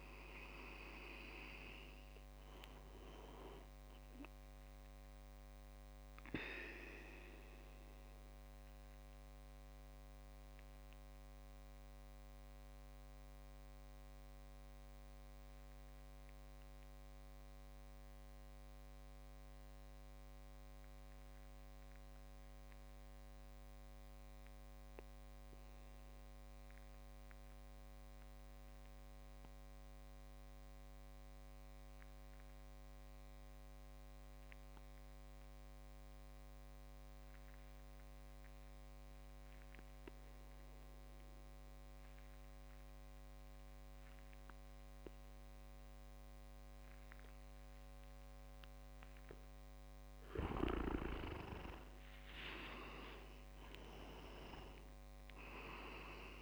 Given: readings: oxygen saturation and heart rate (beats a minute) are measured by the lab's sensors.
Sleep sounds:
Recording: breathing in sleep by a microphone on the trachea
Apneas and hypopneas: 1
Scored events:
0.00-10.50 s: oxygen desaturation (device-marked, oxygen 88% lowest)
7.00-50.00 s: mixed apnea (oxygen 98% before, 85% lowest)
37.50-56.42 s: oxygen desaturation (device-marked, oxygen 98% before, 85% lowest)
51.00-55.00 s: arousal
51.00-56.42 s: leg movement (device-marked)
From the record:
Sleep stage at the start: N2 (light sleep)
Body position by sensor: on the back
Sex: male

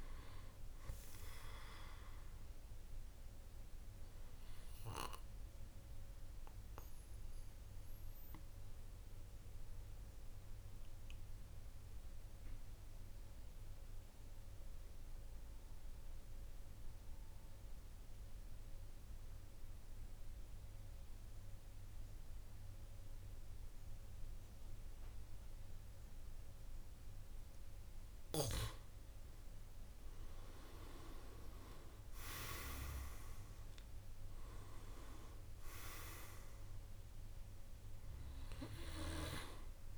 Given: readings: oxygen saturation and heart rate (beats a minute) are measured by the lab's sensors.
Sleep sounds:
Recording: breathing in sleep by a room microphone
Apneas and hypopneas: 1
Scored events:
0.00-16.50 s: oxygen desaturation (device-marked, oxygen 93% lowest, heart rate 46 extreme)
4.50-27.50 s: obstructive apnea (oxygen 99% before, 90% lowest, heart rate 52 before, 46 extreme, up 11 after)
29.50-32.50 s: arousal
29.50-39.97 s: oxygen desaturation (device-marked, oxygen 98% before, 91% lowest, heart rate 49 before, 46 extreme)
From the record:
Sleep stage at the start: N2 (light sleep)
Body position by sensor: on the back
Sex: male

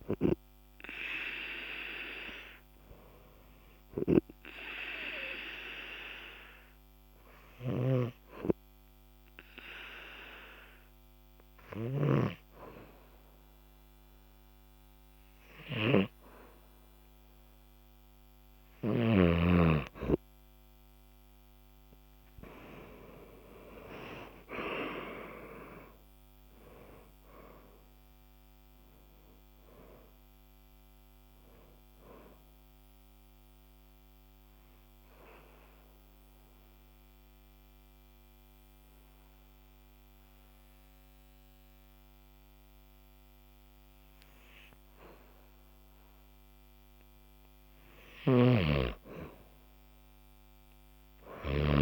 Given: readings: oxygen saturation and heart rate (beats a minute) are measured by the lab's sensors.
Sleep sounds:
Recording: breathing in sleep by a microphone on the trachea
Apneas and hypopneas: 2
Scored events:
5.00-19.00 s: hypopnea (oxygen 97% before, 94% lowest, heart rate 55 before, 47 extreme, up 9 after)
24.00-47.00 s: oxygen desaturation (device-marked, oxygen 98% before, 94% lowest, heart rate 56 before, 47 extreme)
24.50-29.00 s: arousal
33.00-47.00 s: obstructive apnea (oxygen 98% before, 94% lowest, heart rate 60 before, 47 extreme, up 24 after)
48.50-51.82 s: snoring (device-marked)
From the record:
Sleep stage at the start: N2 (light sleep)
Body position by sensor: on the back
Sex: male

